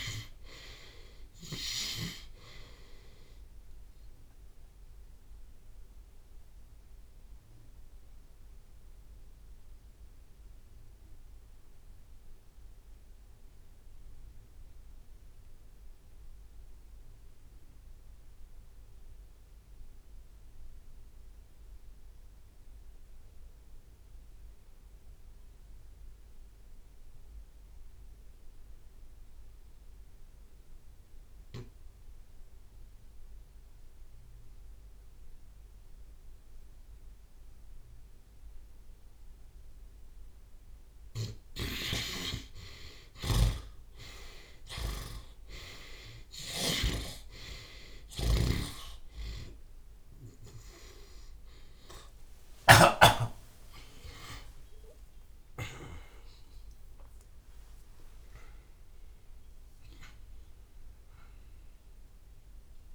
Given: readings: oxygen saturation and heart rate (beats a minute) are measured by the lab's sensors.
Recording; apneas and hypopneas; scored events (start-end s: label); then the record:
breathing in sleep by a room microphone; 1
0.00-1.00 s: long interval between heartbeats (device-marked)
0.00-11.50 s: oxygen desaturation (device-marked, oxygen 85% lowest)
5.00-41.00 s: obstructive apnea (oxygen 96% before, 69% lowest)
16.50-33.50 s: oxygen desaturation (device-marked, oxygen 87% before, 69% lowest)
41.50-53.00 s: snoring (device-marked)
46.50-48.50 s: long interval between heartbeats (device-marked)
47.50-61.50 s: oxygen desaturation (device-marked, oxygen 96% before, 89% lowest)
50.50-60.50 s: drop in pulse transit time (device-marked)
52.00-58.00 s: arousal
53.00-55.00 s: long interval between heartbeats (device-marked)
57.50-59.50 s: long interval between heartbeats (device-marked)
60.50-62.50 s: long interval between heartbeats (device-marked, heart rate 39 before, 72 extreme)
62.50-62.95 s: new sleep stage, N1 (lightest sleep)
From the record:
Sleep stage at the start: N2 (light sleep); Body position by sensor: on the back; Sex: male